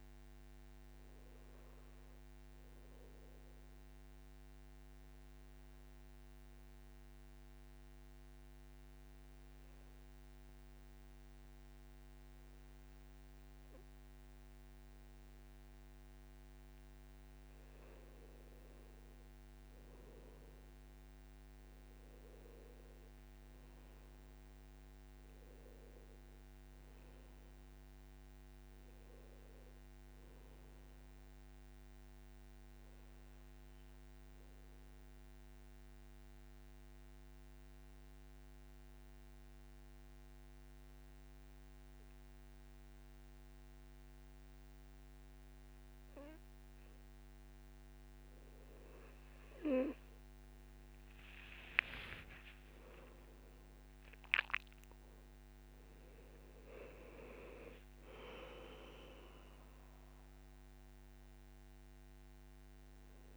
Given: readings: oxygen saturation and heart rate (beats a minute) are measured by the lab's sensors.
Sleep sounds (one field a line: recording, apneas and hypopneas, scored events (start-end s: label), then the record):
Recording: breathing in sleep by a microphone on the trachea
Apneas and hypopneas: 2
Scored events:
0.00-12.50 s: oxygen desaturation (device-marked, oxygen 91% lowest, heart rate 52 extreme)
3.00-18.00 s: obstructive apnea (oxygen 97% before, 89% lowest, heart rate 64 before, 52 extreme, up 14 after)
20.00-24.00 s: arousal
26.50-43.50 s: oxygen desaturation (device-marked, oxygen 98% before, 93% lowest, heart rate 58 before, 52 extreme)
33.50-48.50 s: obstructive apnea (oxygen 99% before, 89% lowest, heart rate 62 before, 53 extreme, up 25 after)
52.50-54.50 s: long interval between heartbeats (device-marked, heart rate 56 before, 68 extreme)
52.50-58.00 s: arousal
55.50-63.37 s: oxygen desaturation (device-marked, oxygen 98% before, 89% lowest, heart rate 58 before, 50 extreme)
From the record:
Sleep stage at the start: N2 (light sleep)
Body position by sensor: on the back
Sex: male